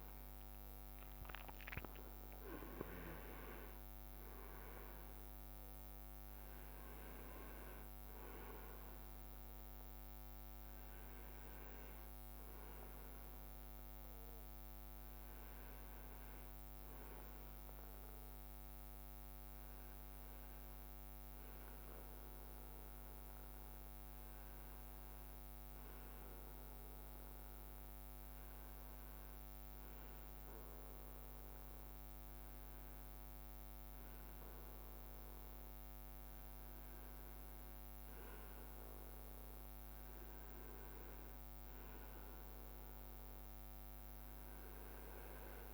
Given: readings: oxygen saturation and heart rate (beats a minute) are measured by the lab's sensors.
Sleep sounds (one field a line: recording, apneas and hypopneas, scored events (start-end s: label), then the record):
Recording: breathing in sleep, hard to hear, by a microphone on the trachea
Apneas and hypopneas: none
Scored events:
0.00-4.50 s: arousal
0.00-5.00 s: leg movement (device-marked)
41.50-44.50 s: arousal
From the record:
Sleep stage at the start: REM sleep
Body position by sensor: on the right side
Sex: male